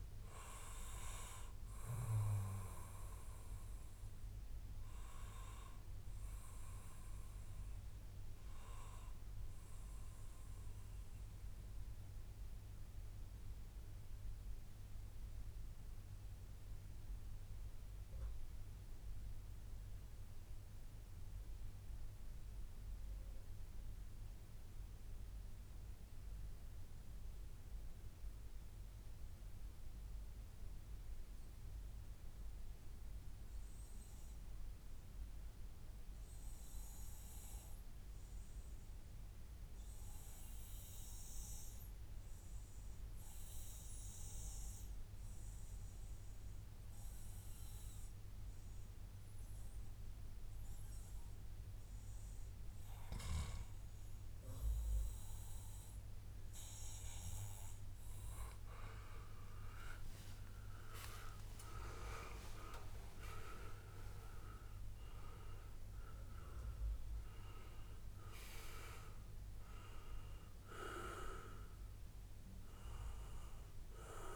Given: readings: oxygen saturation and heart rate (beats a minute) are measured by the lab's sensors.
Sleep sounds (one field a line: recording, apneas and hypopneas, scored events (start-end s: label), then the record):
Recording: breathing in sleep by a room microphone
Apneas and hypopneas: 1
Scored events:
0.00-5.00 s: oxygen desaturation (device-marked, oxygen 90% lowest, heart rate 87 extreme)
3.00-56.50 s: mixed apnea (oxygen 97% before, 91% lowest, heart rate 104 before, 74 extreme, up 50 after)
20.00-22.00 s: long interval between heartbeats (device-marked, heart rate 97 before, 103 extreme)
35.50-37.50 s: long interval between heartbeats (device-marked, heart rate 100 before, 97 extreme)
40.00-64.00 s: oxygen desaturation (device-marked, oxygen 98% before, 91% lowest, heart rate 101 before, 74 extreme)
41.00-43.00 s: long interval between heartbeats (device-marked, heart rate 101 before, 106 extreme)
45.00-47.00 s: long interval between heartbeats (device-marked, heart rate 101 before, 97 extreme)
58.00-62.50 s: arousal
From the record:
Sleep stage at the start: REM sleep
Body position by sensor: on the back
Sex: male